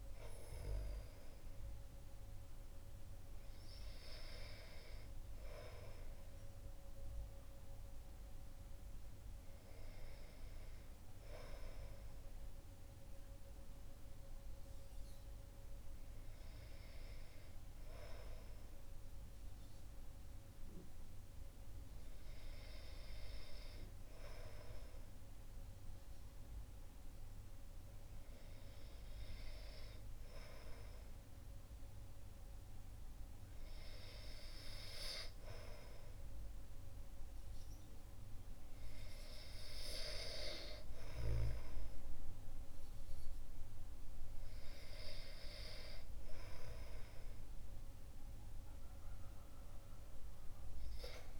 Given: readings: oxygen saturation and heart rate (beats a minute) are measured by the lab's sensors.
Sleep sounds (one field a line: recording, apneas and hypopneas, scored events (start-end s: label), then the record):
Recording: breathing in sleep by a room microphone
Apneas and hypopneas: none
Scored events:
6.50-51.40 s: new sleep stage, N2 (light sleep)
From the record:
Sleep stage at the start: N1 (lightest sleep)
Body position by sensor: on the back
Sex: male